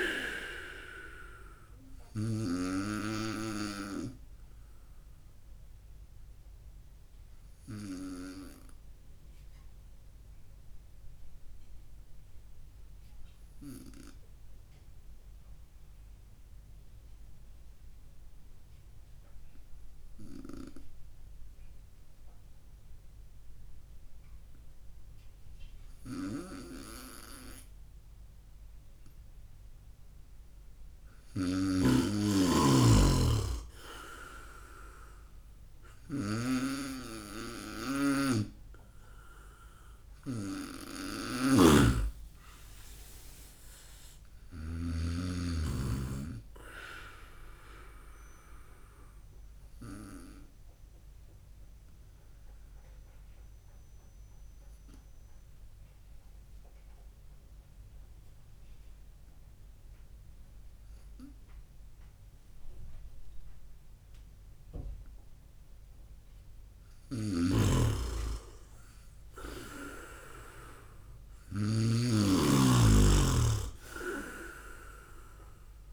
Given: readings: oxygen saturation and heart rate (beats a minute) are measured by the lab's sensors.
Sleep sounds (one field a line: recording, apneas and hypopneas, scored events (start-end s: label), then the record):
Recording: breathing in sleep by a room microphone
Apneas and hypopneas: 2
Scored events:
0.00-2.50 s: snoring (device-marked)
8.50-29.50 s: obstructive apnea (oxygen 99% before, 95% lowest, heart rate 67 before, 63 extreme, up 4 after)
26.00-31.50 s: snoring (device-marked)
33.00-38.00 s: arousal
36.00-45.00 s: snoring (device-marked)
48.50-65.00 s: obstructive apnea (oxygen 99% before, 96% lowest, heart rate 69 before, 60 extreme, up 8 after)
67.00-75.93 s: snoring (device-marked)
68.00-72.50 s: arousal
From the record:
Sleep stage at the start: N2 (light sleep)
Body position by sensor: on the right side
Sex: male